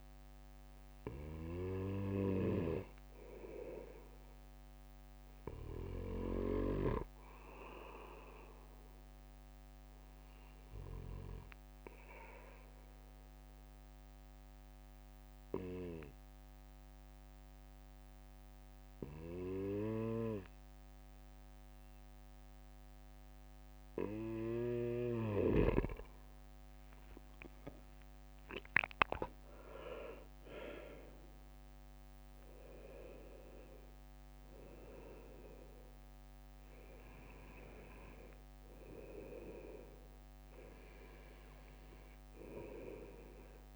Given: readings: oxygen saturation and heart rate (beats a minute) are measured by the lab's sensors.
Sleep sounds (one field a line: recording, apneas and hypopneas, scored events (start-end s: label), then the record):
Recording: breathing in sleep by a microphone on the trachea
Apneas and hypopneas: 1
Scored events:
5.00-24.00 s: obstructive apnea (oxygen 98% before, 96% lowest, heart rate 64 before, 62 extreme, up 10 after)
26.50-30.00 s: arousal
From the record:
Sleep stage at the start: N2 (light sleep)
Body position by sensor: on the right side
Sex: male